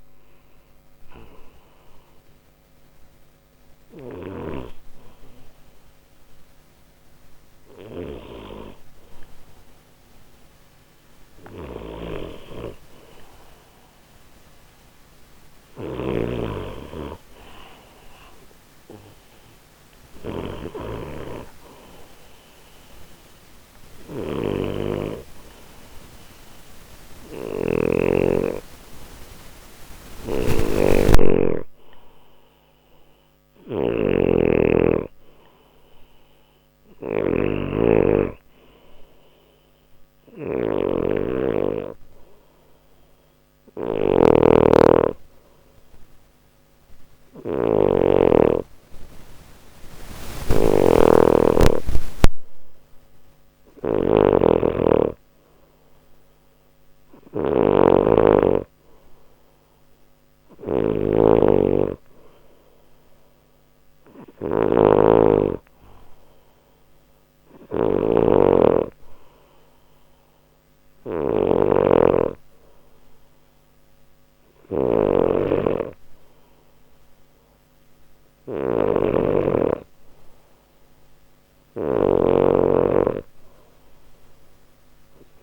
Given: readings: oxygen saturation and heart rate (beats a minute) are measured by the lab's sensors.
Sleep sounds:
breathing in sleep by a microphone on the trachea; 1
0.00-4.00 s: oxygen desaturation (device-marked, oxygen 90% lowest)
2.00-13.50 s: hypopnea (oxygen 98% before, 90% lowest, heart rate 110 before, 28 extreme, up 40 after)
11.00-27.50 s: snoring (device-marked)
14.00-27.00 s: oxygen desaturation (device-marked, oxygen 93% before, 90% lowest, heart rate 68 before, 59 extreme)
17.00-21.00 s: arousal
29.50-85.43 s: snoring (device-marked)
44.00-56.00 s: oxygen desaturation (device-marked, oxygen 94% before, 91% lowest, heart rate 60 before, 60 extreme)
56.00-60.50 s: arousal
From the record:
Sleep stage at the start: N2 (light sleep); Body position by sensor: on the left side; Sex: male

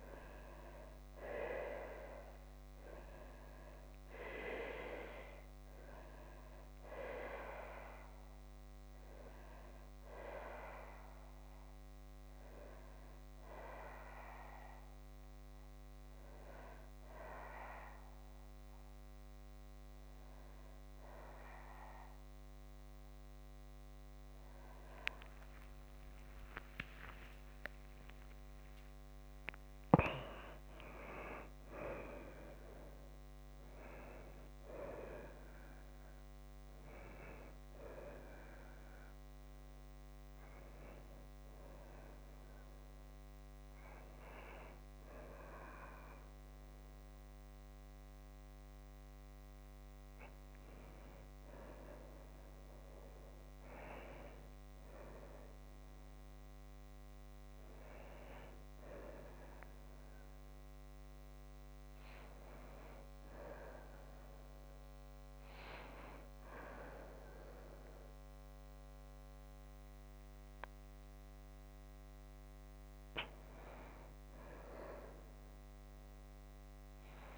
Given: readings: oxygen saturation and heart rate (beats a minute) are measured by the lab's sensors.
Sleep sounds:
breathing in sleep by a microphone on the trachea; 1
0.00-2.50 s: arousal
11.50-28.50 s: obstructive apnea (oxygen 92% before, 88% lowest)
13.00-73.00 s: new sleep stage, N1 (lightest sleep)
29.50-33.50 s: arousal
52.00-63.00 s: oxygen desaturation (device-marked, oxygen 91% before, 88% lowest, heart rate 76 before, 55 extreme)
73.00-77.38 s: new sleep stage, N2 (light sleep)
74.00-77.00 s: arousal
From the record:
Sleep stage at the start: N2 (light sleep); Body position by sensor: on the back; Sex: female

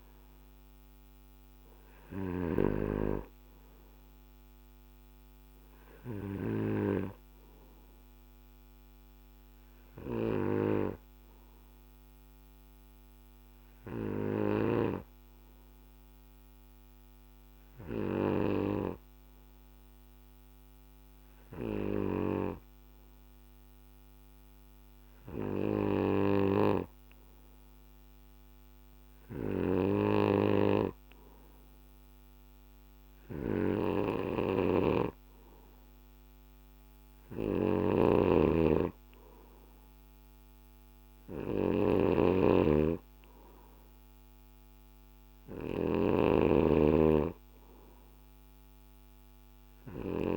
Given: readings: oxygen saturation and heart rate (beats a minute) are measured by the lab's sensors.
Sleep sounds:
breathing in sleep by a microphone on the trachea; 1
0.00-2.50 s: snoring (device-marked)
6.00-9.50 s: arousal
12.00-25.50 s: hypopnea (oxygen 93% before, 91% lowest, heart rate 60 before, 58 extreme, up 1 after)
27.00-30.00 s: arousal
33.00-50.37 s: snoring (device-marked)
From the record:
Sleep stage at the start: N2 (light sleep); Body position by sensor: on the back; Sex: male

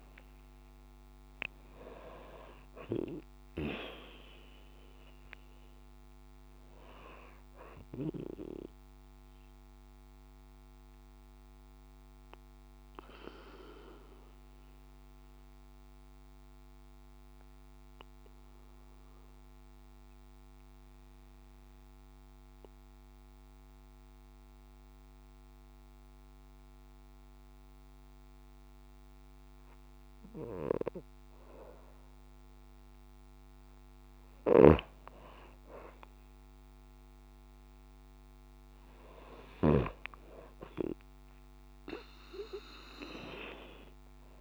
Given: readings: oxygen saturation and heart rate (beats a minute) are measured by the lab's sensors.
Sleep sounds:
breathing in sleep by a microphone on the trachea; 1
0.00-20.00 s: oxygen desaturation (device-marked, oxygen 90% lowest)
0.50-2.50 s: long interval between heartbeats (device-marked)
4.00-6.00 s: long interval between heartbeats (device-marked)
9.50-32.50 s: obstructive apnea (oxygen 95% before, 90% lowest)
20.50-22.50 s: long interval between heartbeats (device-marked)
34.00-39.50 s: snoring (device-marked)
34.50-39.50 s: arousal
From the record:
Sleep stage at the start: N2 (light sleep); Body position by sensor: on the right side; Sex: female

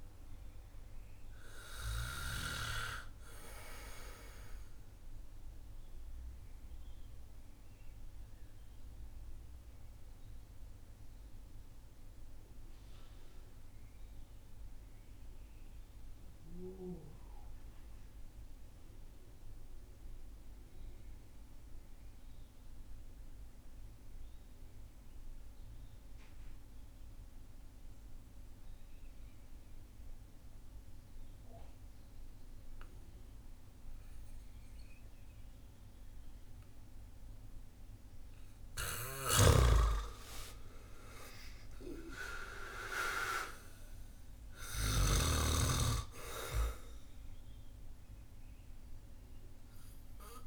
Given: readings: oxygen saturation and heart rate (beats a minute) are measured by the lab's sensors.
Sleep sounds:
breathing in sleep by a room microphone; 1
0.00-25.50 s: oxygen desaturation (device-marked, oxygen 83% lowest)
6.00-37.00 s: mixed apnea (oxygen 98% before, 80% lowest)
27.50-50.47 s: oxygen desaturation (device-marked, oxygen 99% before, 80% lowest)
39.00-43.50 s: arousal
From the record:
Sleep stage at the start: N2 (light sleep); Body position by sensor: on the back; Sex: male

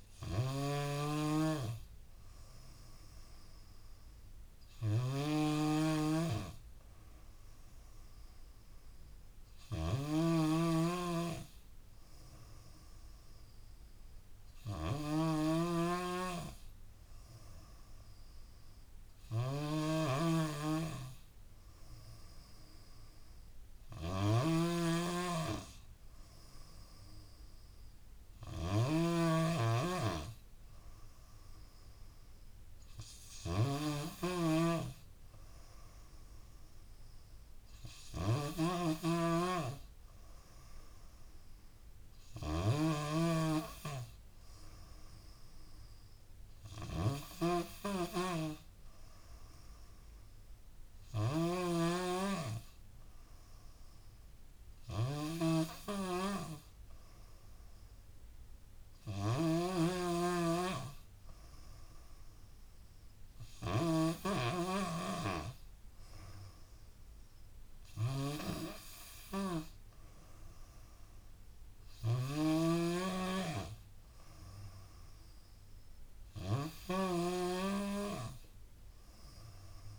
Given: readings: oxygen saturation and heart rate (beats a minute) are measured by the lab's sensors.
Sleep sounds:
breathing in sleep by a room microphone; none
0.00-79.99 s: snoring (device-marked)
41.50-51.50 s: oxygen desaturation (device-marked, oxygen 95% before, 92% lowest, heart rate 80 before, 80 extreme)
From the record:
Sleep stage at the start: N2 (light sleep); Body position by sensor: on the back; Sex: female

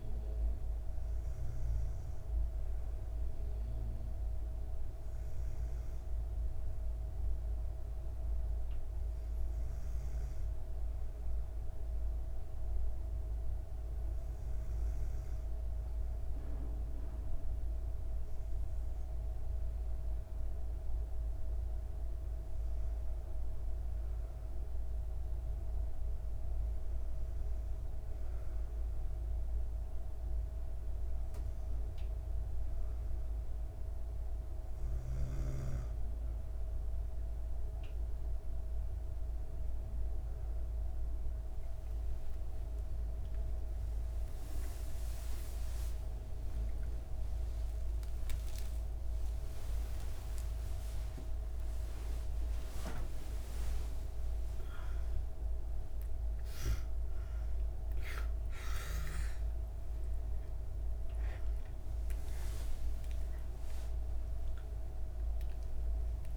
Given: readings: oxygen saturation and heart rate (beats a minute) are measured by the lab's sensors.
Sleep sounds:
a person partly awake in a sleep study, hard to hear, by a room microphone; 1
8.50-22.00 s: hypopnea (oxygen 95% before, 95% lowest, heart rate 134 before, 100 extreme)
46.00-66.37 s: new sleep stage, awake
From the record:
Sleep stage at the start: N2 (light sleep); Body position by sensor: on the back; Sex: female

